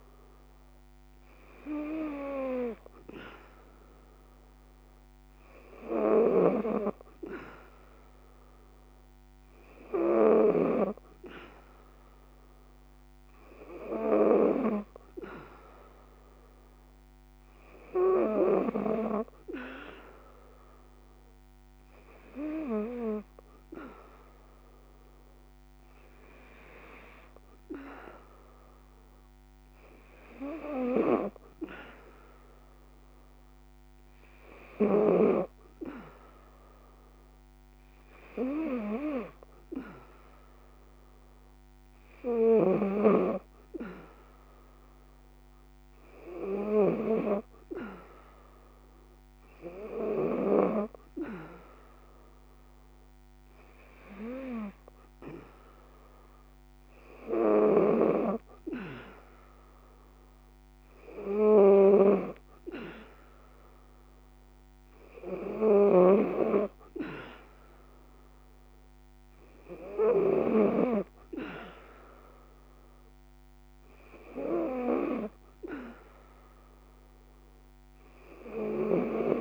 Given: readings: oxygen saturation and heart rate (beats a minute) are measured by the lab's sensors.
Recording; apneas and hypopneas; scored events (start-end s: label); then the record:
breathing in sleep by a microphone on the trachea; none
5.50-10.00 s: snoring (device-marked)
56.50-70.00 s: snoring (device-marked)
From the record:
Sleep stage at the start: N3 (deep sleep); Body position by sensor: on the back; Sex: female